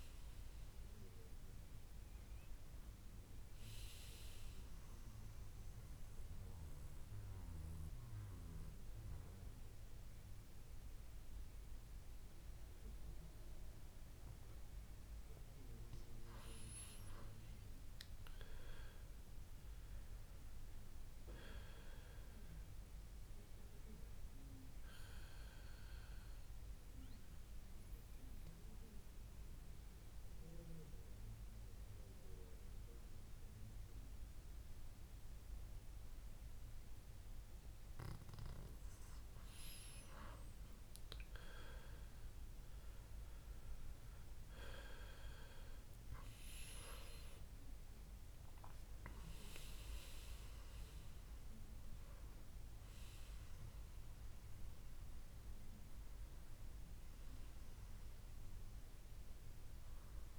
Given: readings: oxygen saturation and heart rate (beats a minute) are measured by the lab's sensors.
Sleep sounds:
breathing in sleep by a room microphone; 2
0.00-1.00 s: arousal
5.00-16.00 s: central apnea (oxygen 97% before, 94% lowest, heart rate 76 before, 71 extreme, up 6 after)
17.00-19.00 s: arousal
20.50-39.50 s: obstructive apnea (oxygen 97% before, 94% lowest, heart rate 76 before, 71 extreme, up 7 after)
44.50-48.50 s: arousal
From the record:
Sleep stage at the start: N2 (light sleep); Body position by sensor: on the back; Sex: male

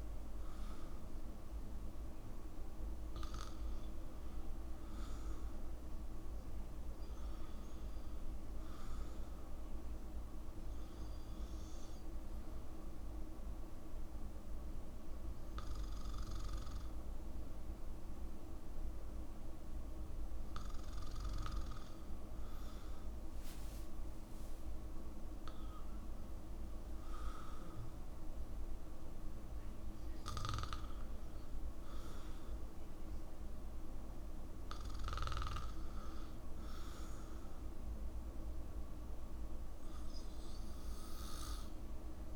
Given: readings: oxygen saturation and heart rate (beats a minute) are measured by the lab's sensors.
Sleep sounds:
breathing in sleep, hard to hear, by a room microphone; none
none scored
From the record:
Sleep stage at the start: N2 (light sleep); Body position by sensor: on the back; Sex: male

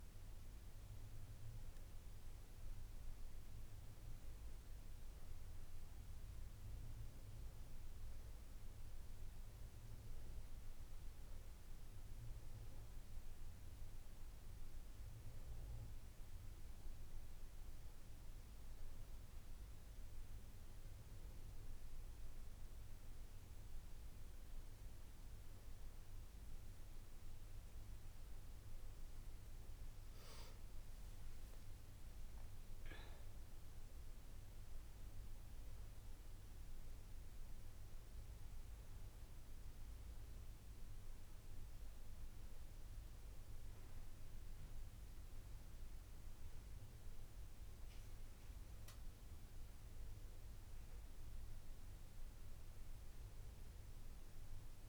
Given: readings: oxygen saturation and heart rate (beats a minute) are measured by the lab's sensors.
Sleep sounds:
breathing in sleep, hard to hear, by a room microphone; none
13.50-54.89 s: new sleep stage, N2 (light sleep)
From the record:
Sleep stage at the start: N1 (lightest sleep); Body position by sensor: on the back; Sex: female

